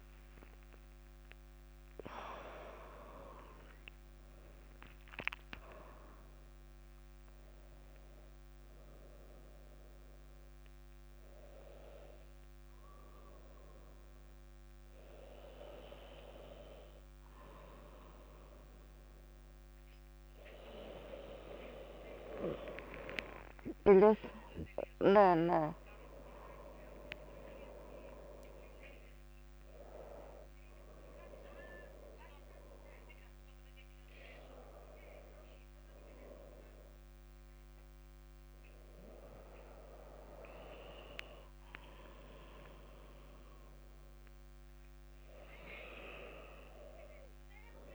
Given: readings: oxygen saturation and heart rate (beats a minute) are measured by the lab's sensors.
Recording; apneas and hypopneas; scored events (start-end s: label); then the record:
a person awake in a sleep study, by a microphone on the trachea; none
5.50-47.95 s: new sleep stage, awake
From the record:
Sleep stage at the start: N2 (light sleep); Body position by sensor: on the back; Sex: female